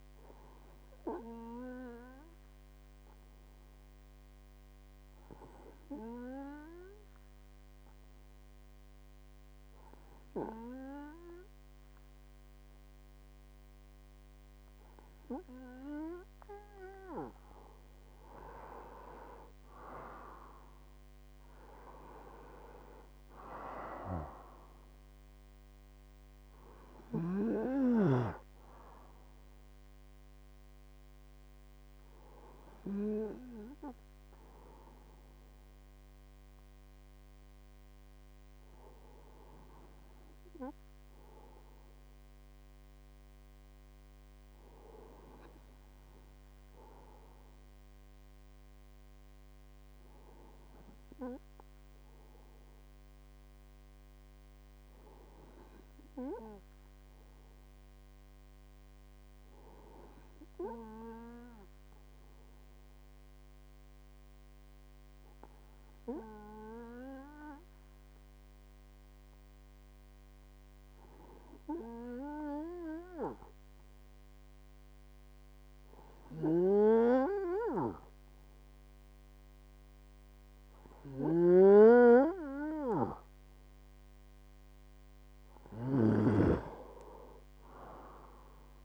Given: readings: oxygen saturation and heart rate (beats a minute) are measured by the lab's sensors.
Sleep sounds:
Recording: breathing in sleep by a microphone on the trachea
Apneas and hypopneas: 2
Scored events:
3.00-16.50 s: hypopnea (oxygen 99% before, 92% lowest, heart rate 57 before, 58 extreme, up 24 after)
11.00-45.00 s: oxygen desaturation (device-marked, oxygen 97% before, 92% lowest, heart rate 59 before, 53 extreme)
18.00-21.50 s: arousal
66.00-84.50 s: hypopnea (oxygen 99% before, 94% lowest, heart rate 67 before, 50 extreme, up 30 after)
81.00-86.00 s: snoring (device-marked)
86.50-88.84 s: arousal
From the record:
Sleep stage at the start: N2 (light sleep)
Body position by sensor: on the right side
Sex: male

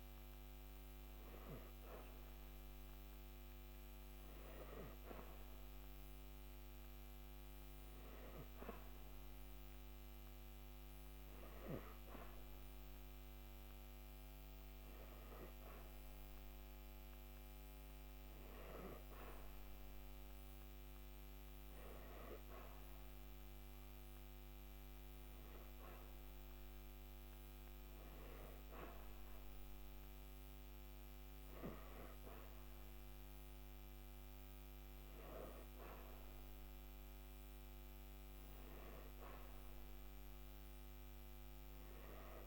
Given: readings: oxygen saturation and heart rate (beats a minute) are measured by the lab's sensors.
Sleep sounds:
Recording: breathing in sleep by a microphone on the trachea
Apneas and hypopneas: none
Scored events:
none scored
From the record:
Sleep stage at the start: N3 (deep sleep)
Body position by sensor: on the back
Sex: female

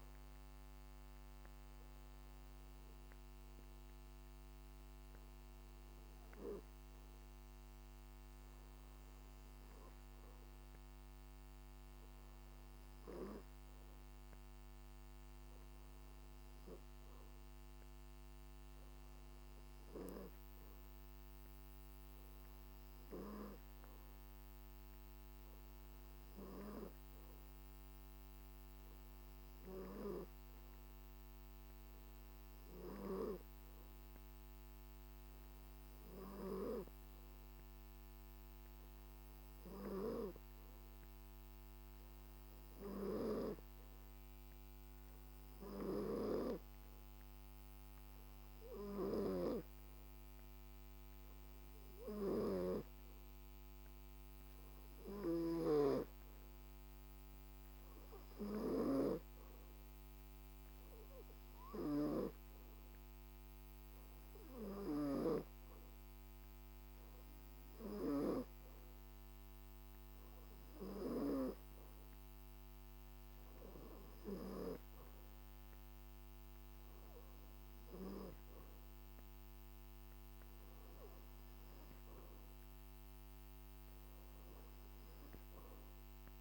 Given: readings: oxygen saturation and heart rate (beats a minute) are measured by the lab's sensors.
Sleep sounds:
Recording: breathing in sleep by a microphone on the trachea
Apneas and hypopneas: none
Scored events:
none scored
From the record:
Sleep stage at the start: N2 (light sleep)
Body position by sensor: on the back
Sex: male

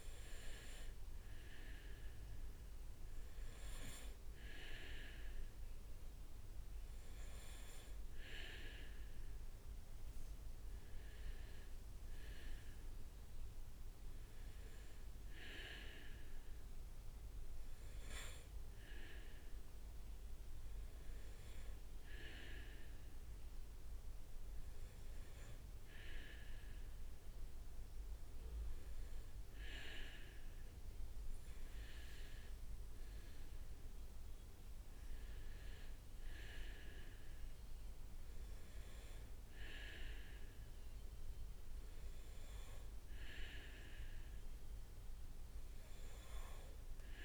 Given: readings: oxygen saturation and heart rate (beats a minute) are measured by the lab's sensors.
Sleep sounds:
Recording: breathing in sleep by a room microphone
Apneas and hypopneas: none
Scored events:
0.00-3.00 s: arousal
10.00-12.50 s: leg movement (device-marked)
32.00-34.00 s: leg movement (device-marked)
From the record:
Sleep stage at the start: N2 (light sleep)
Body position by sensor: on the right side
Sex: male

